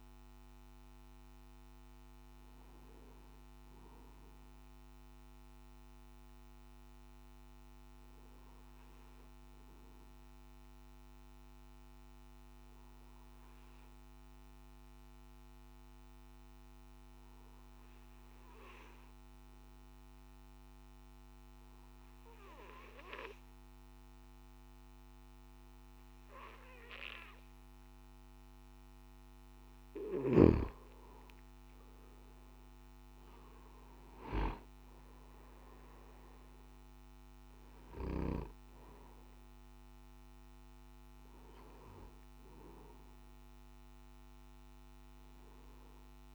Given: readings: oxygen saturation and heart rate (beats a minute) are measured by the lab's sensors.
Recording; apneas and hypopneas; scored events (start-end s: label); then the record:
breathing in sleep by a microphone on the trachea; 1
7.00-29.50 s: obstructive apnea (oxygen 96% before, 92% lowest, heart rate 56 before, 51 extreme, up 8 after)
30.00-46.35 s: oxygen desaturation (device-marked, oxygen 98% before, 92% lowest, heart rate 56 before, 51 extreme)
From the record:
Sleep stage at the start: N3 (deep sleep); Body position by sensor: on the back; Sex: male